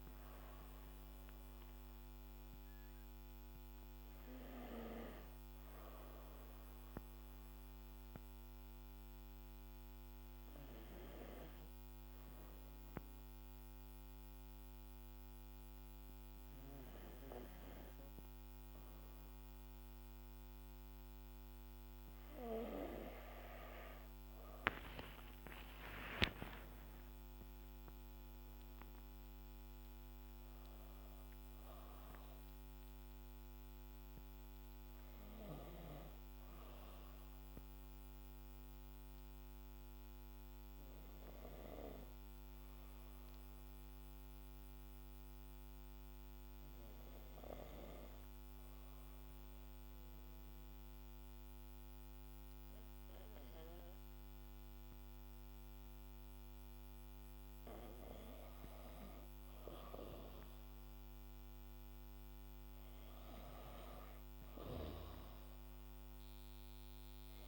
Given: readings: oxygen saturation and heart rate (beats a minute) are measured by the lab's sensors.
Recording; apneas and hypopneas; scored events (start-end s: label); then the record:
breathing in sleep by a microphone on the trachea; 2
0.00-16.50 s: oxygen desaturation (device-marked, oxygen 93% lowest, heart rate 52 extreme)
5.50-22.50 s: obstructive apnea (oxygen 98% before, 92% lowest, heart rate 60 before, 51 extreme, up 14 after)
23.50-27.50 s: arousal
30.50-47.50 s: oxygen desaturation (device-marked, oxygen 99% before, 94% lowest, heart rate 57 before, 51 extreme)
36.50-56.00 s: obstructive apnea (oxygen 99% before, 92% lowest, heart rate 59 before, 51 extreme, up 7 after)
56.50-59.50 s: arousal
59.50-67.48 s: oxygen desaturation (device-marked, oxygen 99% before, 92% lowest, heart rate 53 before, 51 extreme)
From the record:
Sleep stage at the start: N2 (light sleep); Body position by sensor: on the back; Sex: female